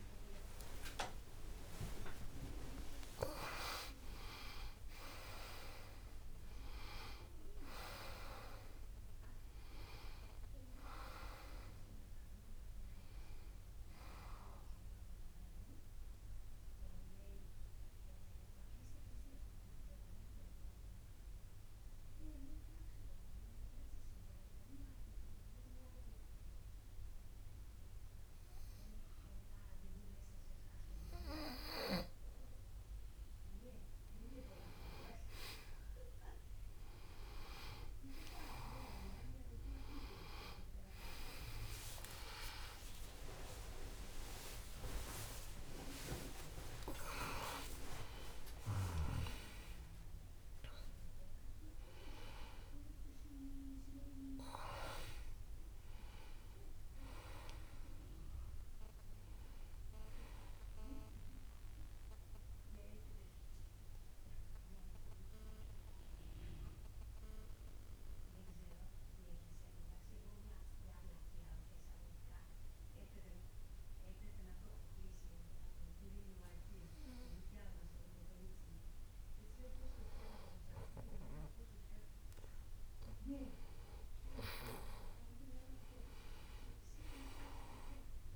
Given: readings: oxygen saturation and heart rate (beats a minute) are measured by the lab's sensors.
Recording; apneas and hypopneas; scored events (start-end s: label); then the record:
breathing in sleep by a room microphone; 2
0.00-3.50 s: arousal
0.00-12.00 s: oxygen desaturation (device-marked, oxygen 90% lowest)
18.50-32.00 s: obstructive apnea (oxygen 95% before, 92% lowest)
42.00-53.00 s: oxygen desaturation (device-marked, oxygen 97% before, 92% lowest)
42.50-49.00 s: arousal
65.00-80.50 s: mixed apnea (oxygen 96% before, 92% lowest)
85.00-88.36 s: arousal
87.00-88.36 s: oxygen desaturation (device-marked, oxygen 97% before, 92% lowest)
From the record:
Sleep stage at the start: N2 (light sleep); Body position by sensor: on the back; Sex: male